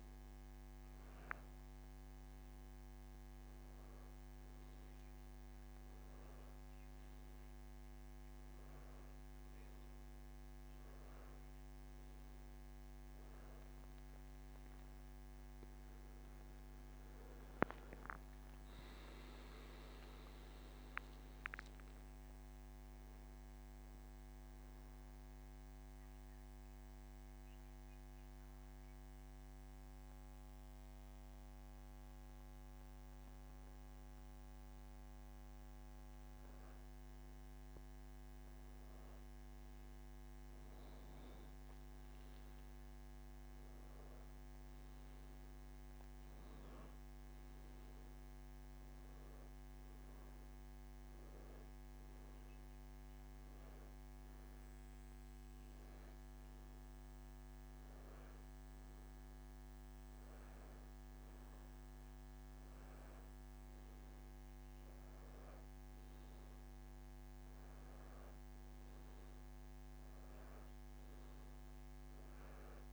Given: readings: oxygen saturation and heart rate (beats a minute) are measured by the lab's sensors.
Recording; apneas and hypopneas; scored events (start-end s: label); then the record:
a person partly awake in a sleep study, hard to hear, by a microphone on the trachea; none
7.00-37.00 s: new sleep stage, N1 (lightest sleep)
37.00-72.93 s: new sleep stage, N2 (light sleep)
46.00-56.00 s: oxygen desaturation (device-marked, oxygen 96% before, 93% lowest, heart rate 85 before, 85 extreme)
From the record:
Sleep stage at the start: awake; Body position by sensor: on the back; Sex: male